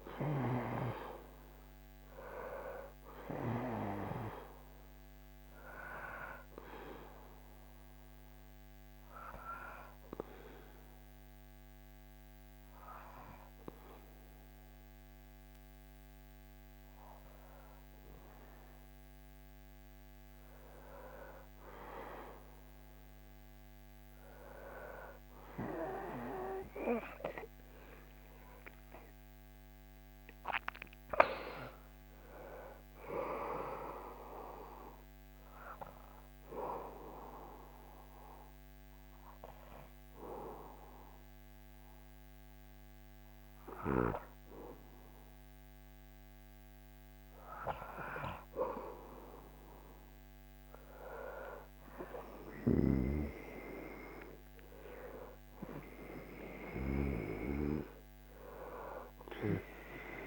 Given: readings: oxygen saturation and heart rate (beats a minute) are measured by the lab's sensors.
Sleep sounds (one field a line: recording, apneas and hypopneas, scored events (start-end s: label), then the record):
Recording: breathing in sleep by a microphone on the trachea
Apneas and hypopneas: 2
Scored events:
0.00-1.00 s: arousal
8.50-21.00 s: hypopnea (oxygen 98% before, 96% lowest, heart rate 74 before, 67 extreme, up 4 after)
23.50-28.50 s: arousal
34.50-46.00 s: hypopnea (oxygen 98% before, 94% lowest, heart rate 78 before, 67 extreme, up 12 after)
50.00-54.50 s: arousal
From the record:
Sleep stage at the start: N2 (light sleep)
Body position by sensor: on the back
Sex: male